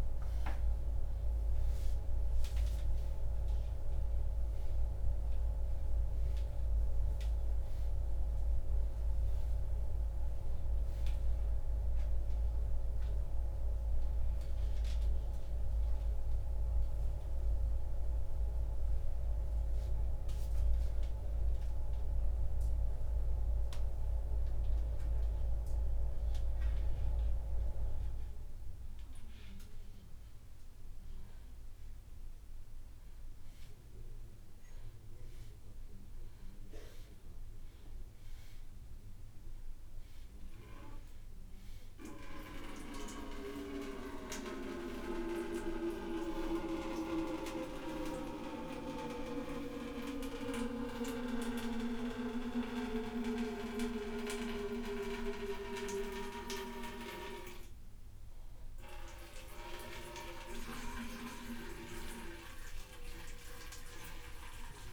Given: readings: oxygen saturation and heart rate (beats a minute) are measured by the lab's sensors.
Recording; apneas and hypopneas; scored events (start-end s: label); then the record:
a person awake in a sleep study, by a room microphone; none
63.00-64.93 s: oxygen desaturation (device-marked, oxygen 93% before, 90% lowest, heart rate 77 before, 72 extreme)
From the record:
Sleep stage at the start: awake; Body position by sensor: upright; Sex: male